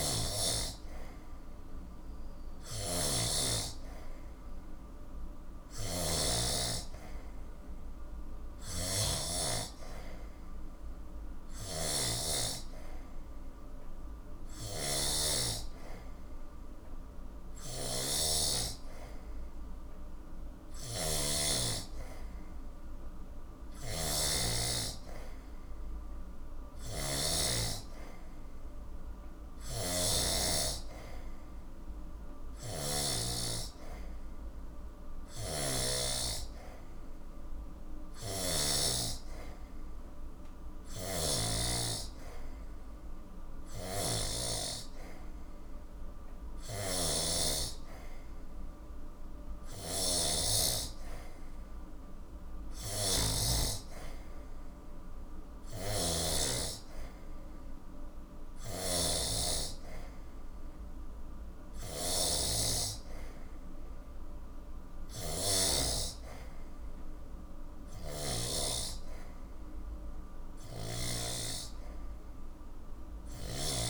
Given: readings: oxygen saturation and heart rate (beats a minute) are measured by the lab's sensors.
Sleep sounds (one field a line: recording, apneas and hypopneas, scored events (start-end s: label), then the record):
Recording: breathing in sleep by a room microphone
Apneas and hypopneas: none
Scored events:
0.00-33.00 s: snoring (device-marked)
35.00-41.50 s: snoring (device-marked)
43.50-53.50 s: snoring (device-marked)
55.50-68.50 s: snoring (device-marked)
From the record:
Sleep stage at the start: N3 (deep sleep)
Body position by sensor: on the back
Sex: male